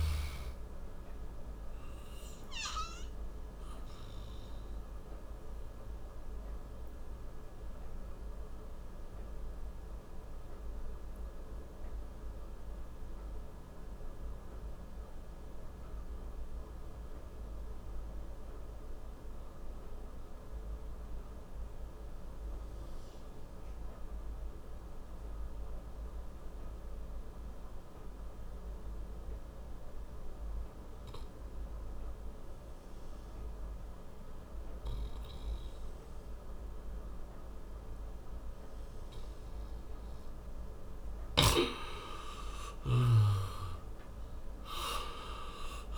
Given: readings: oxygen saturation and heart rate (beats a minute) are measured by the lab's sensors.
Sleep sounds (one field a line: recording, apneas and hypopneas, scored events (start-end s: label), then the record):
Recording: breathing in sleep by a room microphone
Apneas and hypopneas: 1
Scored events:
0.00-25.50 s: oxygen desaturation (device-marked, oxygen 87% lowest, heart rate 48 extreme)
2.50-39.50 s: obstructive apnea (oxygen 99% before, 87% lowest, heart rate 61 before, 49 extreme, up 5 after)
41.00-45.98 s: snoring (device-marked)
41.50-45.50 s: arousal
From the record:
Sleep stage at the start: N2 (light sleep)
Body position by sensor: on the back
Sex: male